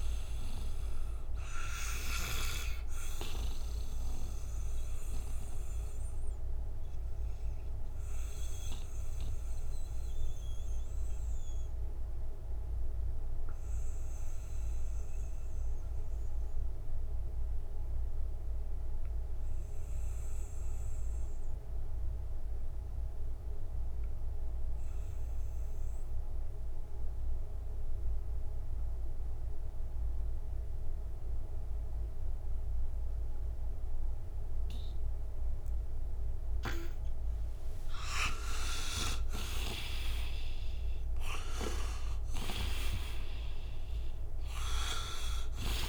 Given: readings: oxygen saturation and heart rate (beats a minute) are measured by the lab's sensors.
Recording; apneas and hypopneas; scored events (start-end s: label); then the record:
breathing in sleep by a room microphone; 1
0.00-24.00 s: oxygen desaturation (device-marked, oxygen 84% lowest, heart rate 59 extreme)
5.00-35.50 s: obstructive apnea (oxygen 98% before, 79% lowest, heart rate 78 before, 59 extreme, up 16 after)
36.50-41.50 s: arousal
38.00-45.89 s: oxygen desaturation (device-marked, oxygen 97% before, 79% lowest, heart rate 62 before, 58 extreme)
42.00-45.50 s: snoring (device-marked)
From the record:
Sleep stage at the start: N2 (light sleep); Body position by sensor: on the right side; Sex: male